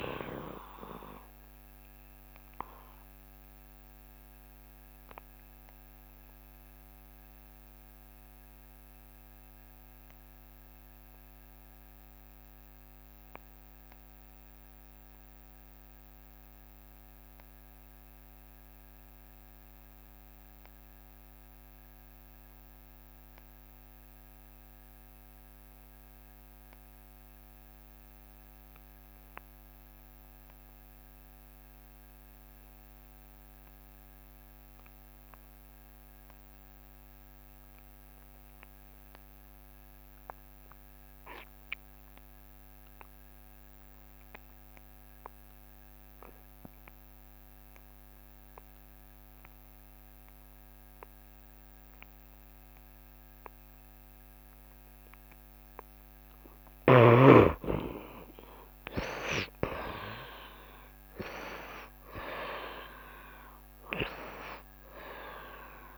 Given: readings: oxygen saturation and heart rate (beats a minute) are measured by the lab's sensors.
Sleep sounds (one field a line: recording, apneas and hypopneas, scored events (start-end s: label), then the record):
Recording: breathing in sleep by a microphone on the trachea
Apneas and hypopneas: 1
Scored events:
0.00-15.50 s: oxygen desaturation (device-marked, oxygen 66% lowest, heart rate 69 extreme)
3.00-57.00 s: obstructive apnea (oxygen 77% before, 63% lowest, heart rate 75 before, 69 extreme, up 2 after)
17.50-65.98 s: oxygen desaturation (device-marked, oxygen 94% before, 63% lowest, heart rate 73 before, 70 extreme)
34.00-36.00 s: long interval between heartbeats (device-marked, heart rate 71 before, 80 extreme)
58.50-63.00 s: arousal
From the record:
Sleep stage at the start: N2 (light sleep)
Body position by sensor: on the right side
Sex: male